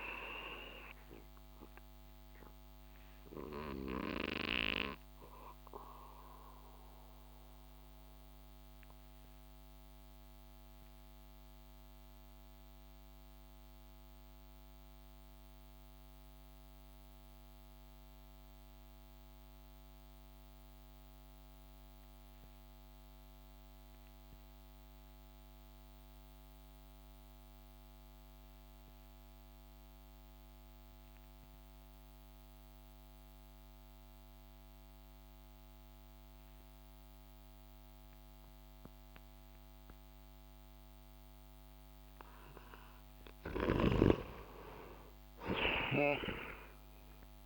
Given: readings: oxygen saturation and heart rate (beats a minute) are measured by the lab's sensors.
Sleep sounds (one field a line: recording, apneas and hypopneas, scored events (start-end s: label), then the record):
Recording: breathing in sleep by a microphone on the trachea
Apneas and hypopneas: 1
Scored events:
5.00-43.00 s: mixed apnea (oxygen 97% before, 88% lowest)
9.50-19.50 s: oxygen desaturation (device-marked, oxygen 91% before, 88% lowest)
35.50-47.46 s: oxygen desaturation (device-marked, oxygen 98% before, 89% lowest)
44.00-47.46 s: arousal
From the record:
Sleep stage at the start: N2 (light sleep)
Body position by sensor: on the back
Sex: male